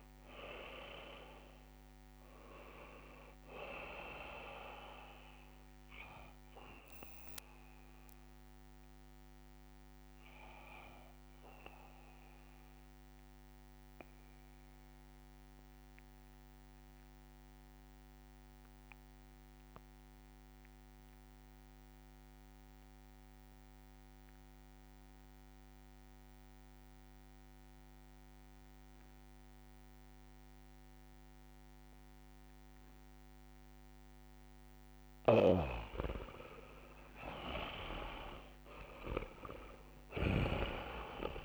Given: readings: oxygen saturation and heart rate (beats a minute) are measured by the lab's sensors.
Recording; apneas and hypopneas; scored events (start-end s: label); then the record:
breathing in sleep by a microphone on the trachea; 1
0.00-20.00 s: oxygen desaturation (device-marked, oxygen 76% lowest, heart rate 65 extreme)
2.00-4.00 s: long interval between heartbeats (device-marked, heart rate 79 before, 98 extreme)
6.50-8.50 s: long interval between heartbeats (device-marked, heart rate 85 before, 97 extreme)
7.00-36.00 s: mixed apnea (oxygen 92% before, 76% lowest, heart rate 86 before, 69 extreme, up 20 after)
33.00-41.45 s: oxygen desaturation (device-marked, oxygen 100% before, 82% lowest, heart rate 72 before, 66 extreme)
35.00-40.50 s: snoring (device-marked)
37.00-39.00 s: long interval between heartbeats (device-marked, heart rate 72 before, 91 extreme)
37.00-40.00 s: arousal
From the record:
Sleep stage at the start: N2 (light sleep); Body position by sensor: on the back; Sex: male